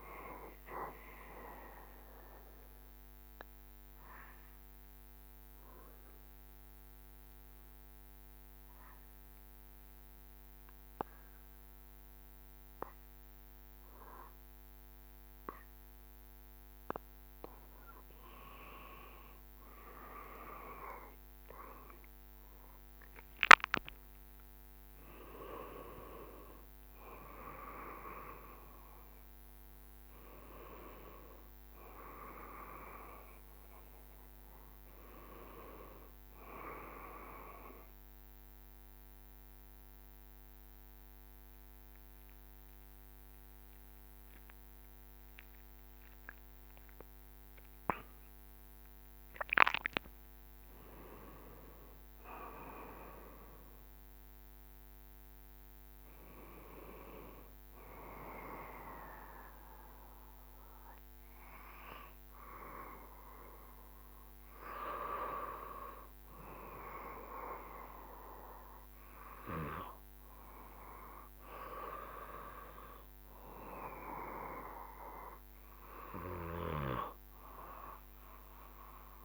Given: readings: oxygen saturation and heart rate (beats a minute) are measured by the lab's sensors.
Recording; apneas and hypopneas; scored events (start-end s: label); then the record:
breathing in sleep by a microphone on the trachea; 2
1.00-17.50 s: obstructive apnea (oxygen 98% before, 95% lowest, heart rate 73 before, 67 extreme, up 13 after)
19.00-23.00 s: arousal
25.00-36.00 s: drop in pulse transit time (device-marked, heart rate 72 before, 78 extreme)
38.00-51.00 s: mixed apnea (oxygen 96% before, 95% lowest, heart rate 78 before, 70 extreme, up 10 after)
52.50-56.00 s: arousal
From the record:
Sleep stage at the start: N2 (light sleep); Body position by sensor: on the back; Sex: male